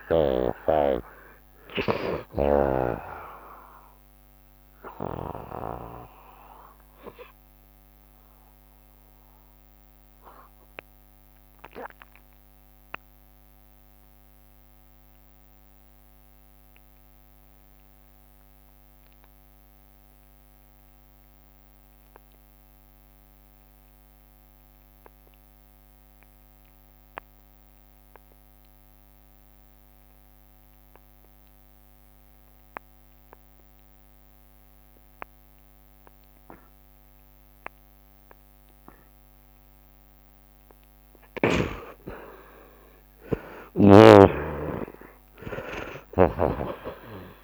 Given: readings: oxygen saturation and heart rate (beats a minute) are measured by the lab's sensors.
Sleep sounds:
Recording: breathing in sleep by a microphone on the trachea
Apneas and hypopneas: 1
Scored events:
0.00-1.00 s: long interval between heartbeats (device-marked, heart rate 108 extreme)
0.00-2.50 s: snoring (device-marked)
0.00-12.50 s: oxygen desaturation (device-marked, oxygen 55% lowest, heart rate 52 extreme)
8.00-42.00 s: obstructive apnea (oxygen 64% before, 58% lowest, heart rate 83 before, 71 extreme, up 42 after)
14.50-47.43 s: oxygen desaturation (device-marked, oxygen 90% before, 59% lowest, heart rate 89 before, 71 extreme)
41.50-43.50 s: long interval between heartbeats (device-marked, heart rate 77 before, 99 extreme)
42.50-44.50 s: tachycardia (device-marked, heart rate 79 before, 100 extreme)
43.50-47.43 s: arousal
From the record:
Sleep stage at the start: N2 (light sleep)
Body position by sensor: on the right side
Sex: male

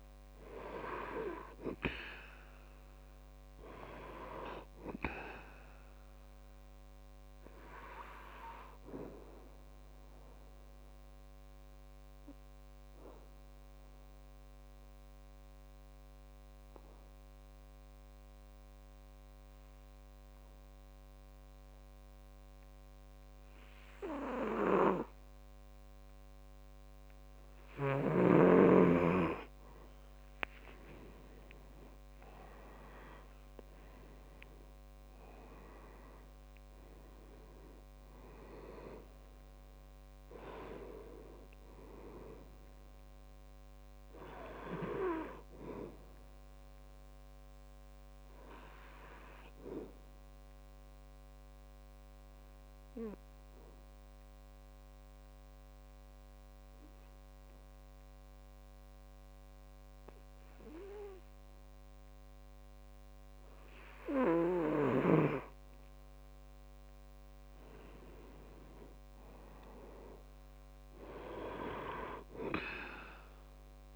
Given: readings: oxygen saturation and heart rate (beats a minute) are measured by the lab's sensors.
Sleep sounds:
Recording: breathing in sleep by a microphone on the trachea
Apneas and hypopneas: 2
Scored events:
0.50-18.50 s: oxygen desaturation (device-marked, oxygen 97% before, 92% lowest, heart rate 66 before, 65 extreme)
8.50-26.50 s: obstructive apnea (oxygen 97% before, 89% lowest, heart rate 68 before, 65 extreme, up 5 after)
31.50-35.50 s: arousal
34.50-56.50 s: oxygen desaturation (device-marked, oxygen 97% before, 89% lowest, heart rate 68 before, 63 extreme)
48.00-64.00 s: obstructive apnea (oxygen 98% before, 89% lowest, heart rate 70 before, 63 extreme, up 6 after)
66.50-71.00 s: arousal
72.50-73.96 s: oxygen desaturation (device-marked, oxygen 98% before, 92% lowest, heart rate 66 before, 63 extreme)
From the record:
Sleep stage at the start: N2 (light sleep)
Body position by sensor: on the back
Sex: male

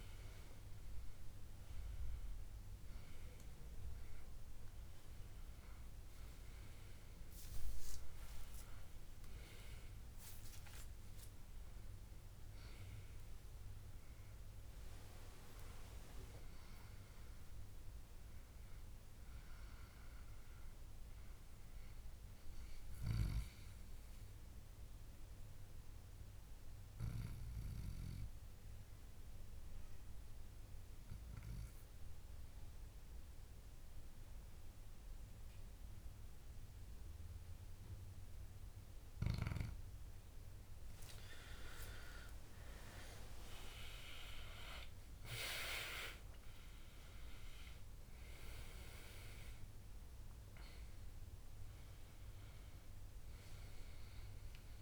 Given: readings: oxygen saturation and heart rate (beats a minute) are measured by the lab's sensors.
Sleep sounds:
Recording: breathing in sleep by a room microphone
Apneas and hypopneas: 1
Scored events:
23.50-40.00 s: obstructive apnea (oxygen 99% before, 89% lowest, heart rate 78 before, 63 extreme, up 15 after)
36.00-54.82 s: oxygen desaturation (device-marked, oxygen 97% before, 89% lowest, heart rate 71 before, 64 extreme)
40.50-43.50 s: arousal
From the record:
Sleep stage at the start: N2 (light sleep)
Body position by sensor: on the back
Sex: male

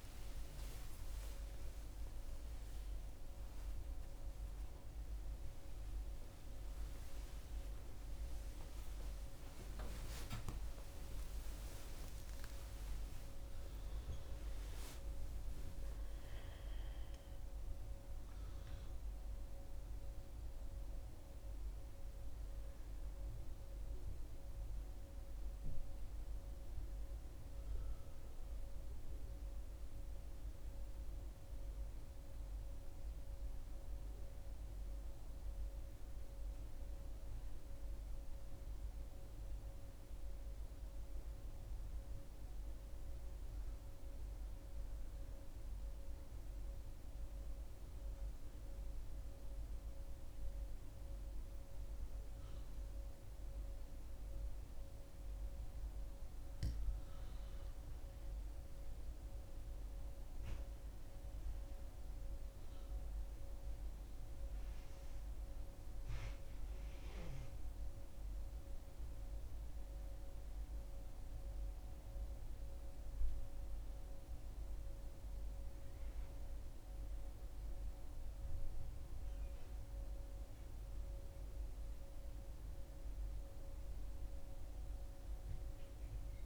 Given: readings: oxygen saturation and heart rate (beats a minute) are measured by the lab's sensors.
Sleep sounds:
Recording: a person partly awake in a sleep study, hard to hear, by a room microphone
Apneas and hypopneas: 2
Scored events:
17.00-21.00 s: oxygen desaturation (device-marked, oxygen 100% before, 96% lowest, heart rate 81 before, 58 extreme)
18.00-86.46 s: new sleep stage, N2 (light sleep)
38.50-55.00 s: mixed apnea (oxygen 100% before, 94% lowest, heart rate 77 before, 56 extreme, up 5 after)
56.50-57.00 s: mixed apnea (oxygen 100% before, 94% lowest, heart rate 59 before, 56 extreme, up 5 after)
57.00-61.50 s: arousal
57.00-82.00 s: oxygen desaturation (device-marked, oxygen 98% before, 94% lowest, heart rate 58 before, 56 extreme)
From the record:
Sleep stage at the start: awake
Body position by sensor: on the back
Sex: female

